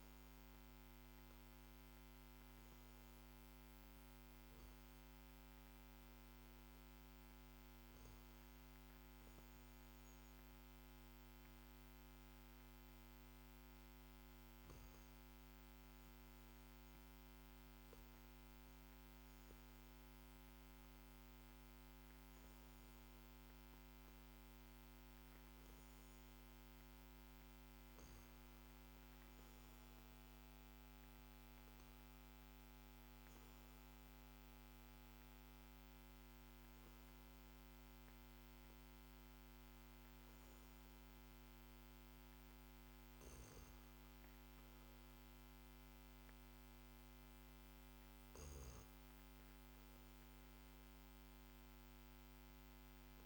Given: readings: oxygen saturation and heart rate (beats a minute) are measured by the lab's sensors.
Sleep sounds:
breathing in sleep, hard to hear, by a microphone on the trachea; none
none scored
From the record:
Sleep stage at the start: N2 (light sleep); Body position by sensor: on the back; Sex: male

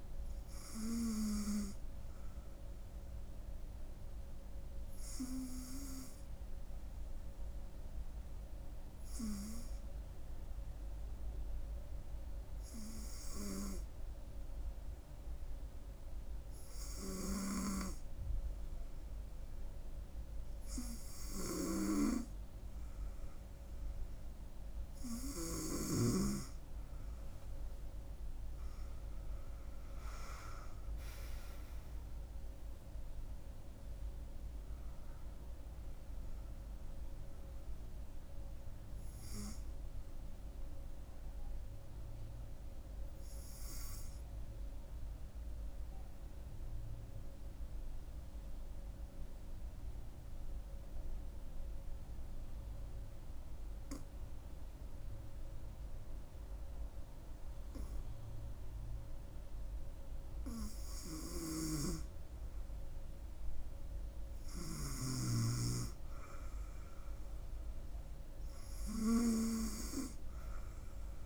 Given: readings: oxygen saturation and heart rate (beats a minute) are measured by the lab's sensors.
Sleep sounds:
breathing in sleep by a room microphone; 2
5.50-22.50 s: hypopnea (oxygen 96% before, 93% lowest, heart rate 74 before, 65 extreme, up 5 after)
26.00-42.00 s: oxygen desaturation (device-marked, oxygen 97% before, 94% lowest, heart rate 69 before, 65 extreme)
29.00-33.50 s: arousal
44.50-59.50 s: obstructive apnea (oxygen 98% before, 93% lowest, heart rate 73 before, 67 extreme, up 2 after)
61.00-64.00 s: arousal
From the record:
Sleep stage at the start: N2 (light sleep); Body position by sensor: on the front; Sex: female

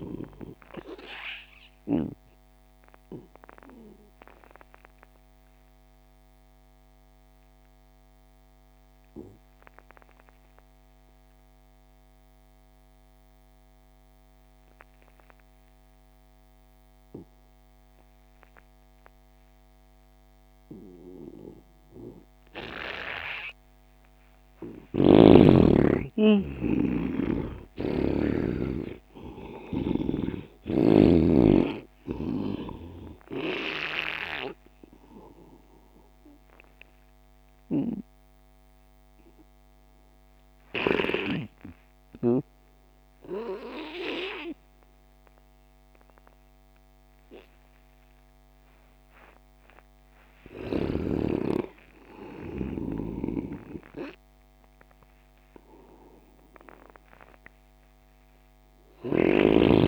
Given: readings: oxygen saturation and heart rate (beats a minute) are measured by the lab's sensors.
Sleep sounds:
breathing in sleep by a microphone on the trachea; 2
0.00-13.50 s: oxygen desaturation (device-marked, oxygen 82% lowest)
1.00-25.00 s: obstructive apnea (oxygen 99% before, 82% lowest)
25.00-31.50 s: snoring (device-marked)
25.50-28.50 s: arousal
28.50-49.50 s: oxygen desaturation (device-marked, oxygen 99% before, 89% lowest)
35.50-50.00 s: obstructive apnea (oxygen 99% before, 89% lowest)
50.00-53.00 s: arousal
From the record:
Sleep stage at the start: N2 (light sleep); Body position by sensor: on the right side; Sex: male

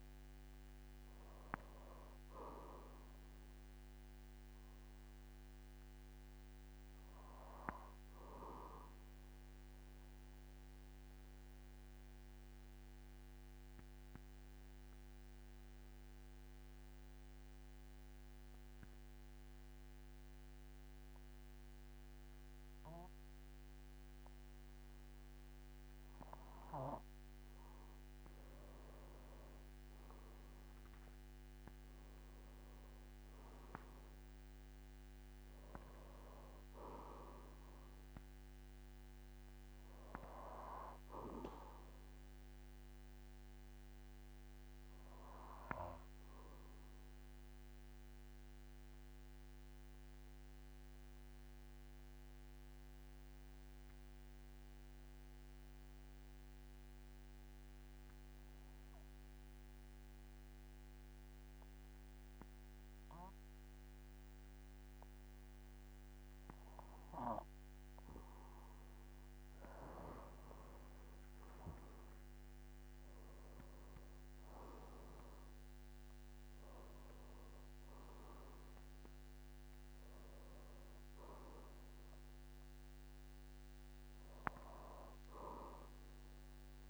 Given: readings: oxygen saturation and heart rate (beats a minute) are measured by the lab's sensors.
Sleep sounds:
breathing in sleep by a microphone on the trachea; 2
0.00-21.00 s: oxygen desaturation (device-marked, oxygen 91% lowest, heart rate 46 extreme)
9.50-26.50 s: obstructive apnea (oxygen 98% before, 91% lowest, heart rate 60 before, 48 extreme, up 12 after)
30.00-34.00 s: arousal
31.00-54.00 s: oxygen desaturation (device-marked, oxygen 99% before, 92% lowest, heart rate 50 before, 47 extreme)
48.00-68.50 s: obstructive apnea (oxygen 99% before, 90% lowest, heart rate 54 before, 46 extreme, up 12 after)
71.00-74.00 s: arousal
72.00-86.90 s: oxygen desaturation (device-marked, oxygen 98% before, 90% lowest, heart rate 50 before, 46 extreme)
From the record:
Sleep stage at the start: N2 (light sleep); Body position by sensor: on the back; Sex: male

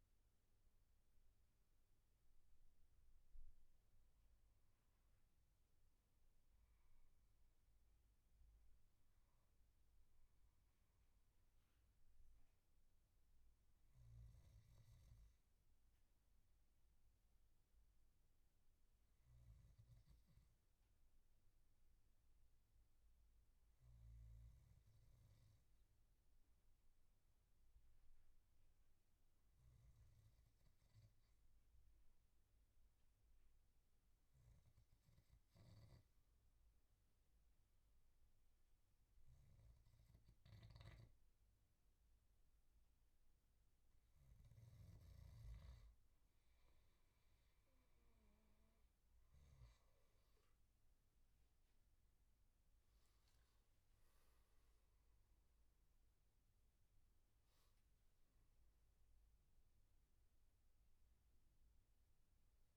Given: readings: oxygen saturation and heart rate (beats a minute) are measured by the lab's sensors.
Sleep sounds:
breathing in sleep, hard to hear, by a room microphone; 1
0.00-10.50 s: oxygen desaturation (device-marked, oxygen 93% lowest, heart rate 69 extreme)
8.00-44.00 s: obstructive apnea (oxygen 97% before, 94% lowest, heart rate 78 before, 68 extreme, up 6 after)
54.00-58.50 s: arousal
From the record:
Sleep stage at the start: N2 (light sleep); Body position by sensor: on the back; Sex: male

